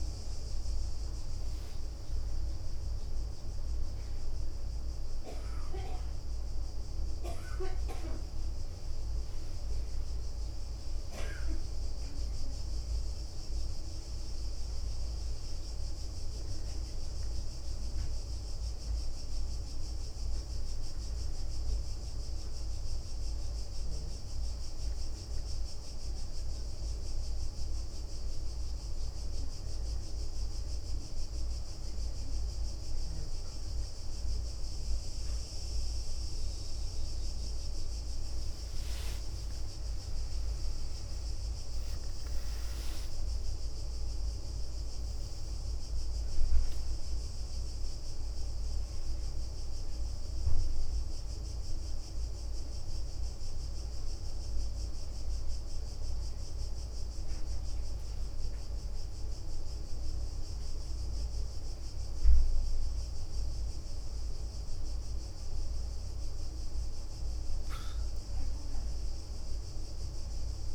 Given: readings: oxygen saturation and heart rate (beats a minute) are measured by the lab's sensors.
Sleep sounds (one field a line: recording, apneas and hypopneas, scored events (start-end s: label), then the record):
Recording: breathing in sleep, hard to hear, by a room microphone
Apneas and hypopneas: none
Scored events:
0.00-3.50 s: leg movement (device-marked)
1.00-3.00 s: long interval between heartbeats (device-marked, heart rate 75 before, 76 extreme)
6.00-7.50 s: leg movement (device-marked)
13.50-17.50 s: leg movement (device-marked)
17.50-21.00 s: leg movement (device-marked)
37.50-40.00 s: leg movement (device-marked)
37.50-42.00 s: arousal
50.00-51.50 s: leg movement (device-marked)
57.50-63.00 s: leg movement (device-marked)
64.00-68.50 s: leg movement (device-marked)
From the record:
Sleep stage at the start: N1 (lightest sleep)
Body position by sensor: on the back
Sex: female